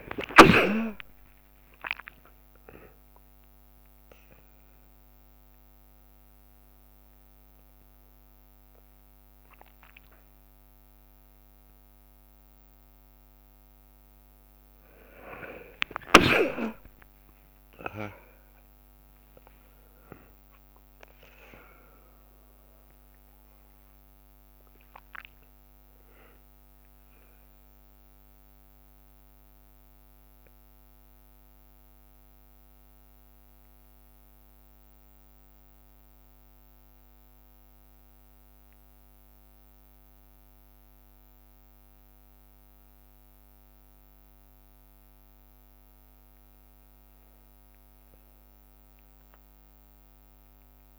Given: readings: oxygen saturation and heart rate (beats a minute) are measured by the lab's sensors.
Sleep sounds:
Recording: a person partly awake in a sleep study, by a microphone on the trachea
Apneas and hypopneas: 1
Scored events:
0.00-3.50 s: leg movement (device-marked)
0.50-2.50 s: long interval between heartbeats (device-marked, heart rate 59 before, 98 extreme)
1.50-3.50 s: tachycardia (device-marked, heart rate 65 before, 100 extreme)
14.50-50.99 s: new sleep stage, N1 (lightest sleep)
15.00-22.50 s: leg movement (device-marked)
15.50-17.50 s: long interval between heartbeats (device-marked, heart rate 76 before, 77 extreme)
19.50-21.50 s: long interval between heartbeats (device-marked, heart rate 81 before, 100 extreme)
31.50-35.50 s: leg movement (device-marked)
32.50-43.50 s: obstructive apnea (oxygen 100% before, 94% lowest, heart rate 78 before, 58 extreme, up 0 after)
37.50-42.50 s: leg movement (device-marked)
41.50-48.50 s: bradycardia (device-marked, heart rate 66 before, 59 extreme)
44.50-49.00 s: arousal
49.50-50.99 s: drop in pulse transit time (device-marked, heart rate 62 before, 58 extreme)
From the record:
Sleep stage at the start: awake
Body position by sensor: on the back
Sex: male

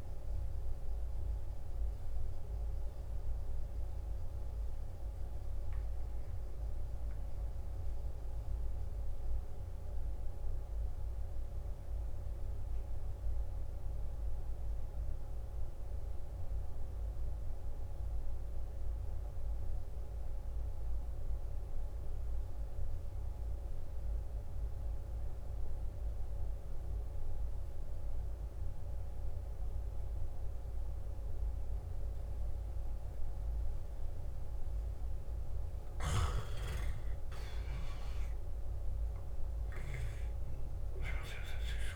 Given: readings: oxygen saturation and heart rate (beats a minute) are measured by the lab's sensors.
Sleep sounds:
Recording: breathing in sleep, hard to hear, by a room microphone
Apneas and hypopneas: 1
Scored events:
0.00-8.50 s: oxygen desaturation (device-marked, oxygen 91% lowest, heart rate 53 extreme)
1.00-34.50 s: obstructive apnea (oxygen 97% before, 90% lowest, heart rate 67 before, 53 extreme, up 14 after)
25.50-41.96 s: oxygen desaturation (device-marked, oxygen 98% before, 90% lowest, heart rate 54 before, 52 extreme)
37.50-41.50 s: arousal
From the record:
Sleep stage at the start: N2 (light sleep)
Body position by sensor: on the back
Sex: male

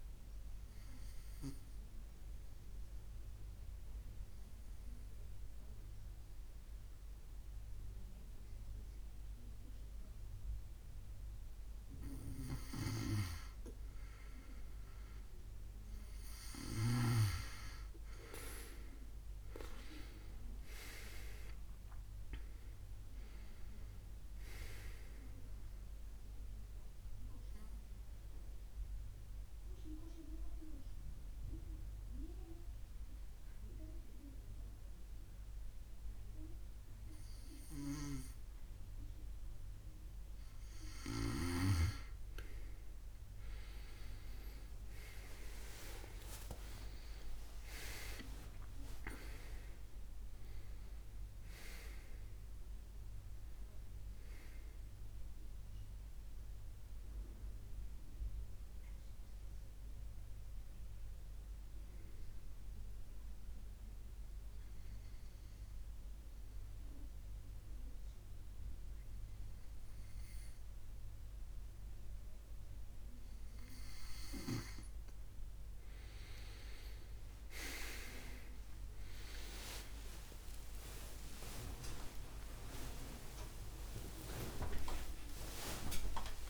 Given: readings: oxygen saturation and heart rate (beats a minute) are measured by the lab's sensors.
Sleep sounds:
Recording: a person partly awake in a sleep study, by a room microphone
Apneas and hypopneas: 3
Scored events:
1.50-13.50 s: obstructive apnea (oxygen 96% before, 92% lowest, heart rate 71 before, 66 extreme, up 6 after)
15.50-24.50 s: oxygen desaturation (device-marked, oxygen 96% before, 92% lowest, heart rate 71 before, 66 extreme)
17.00-20.50 s: arousal
26.50-42.00 s: obstructive apnea (oxygen 96% before, 93% lowest, heart rate 74 before, 67 extreme, up 16 after)
45.50-50.50 s: arousal
61.50-86.49 s: new sleep stage, awake
64.00-74.00 s: obstructive apnea (oxygen 97% before, 93% lowest, heart rate 78 before, 71 extreme, up 9 after)
From the record:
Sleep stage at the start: N2 (light sleep)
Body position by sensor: on the back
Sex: male

